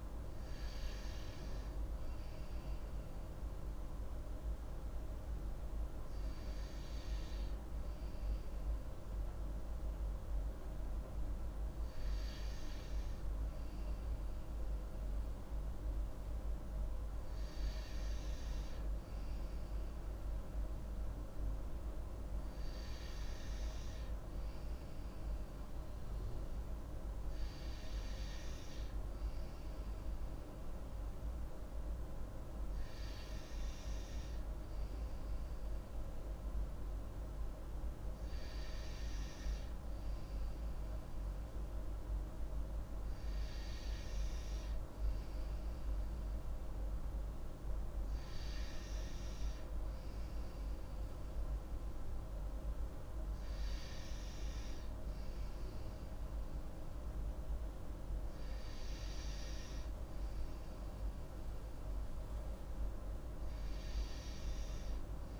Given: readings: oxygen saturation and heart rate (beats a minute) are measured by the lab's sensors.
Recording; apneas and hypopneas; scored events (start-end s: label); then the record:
breathing in sleep, hard to hear, by a room microphone; none
none scored
From the record:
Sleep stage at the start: N2 (light sleep); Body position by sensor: on the right side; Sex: female